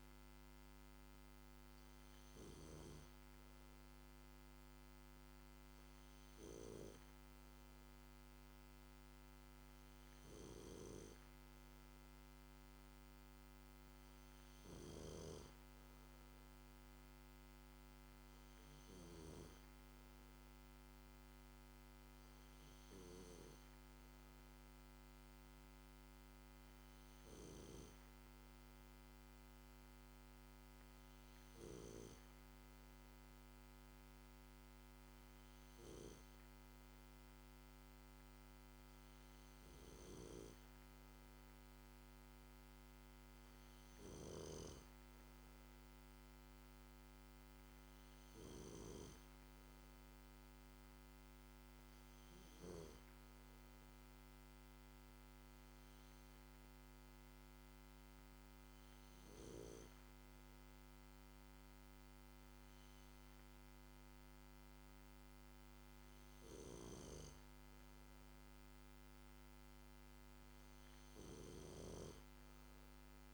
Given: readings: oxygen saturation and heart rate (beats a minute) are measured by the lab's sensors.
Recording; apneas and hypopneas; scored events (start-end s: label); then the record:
breathing in sleep by a microphone on the trachea; none
none scored
From the record:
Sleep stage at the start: N2 (light sleep); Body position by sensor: on the back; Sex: male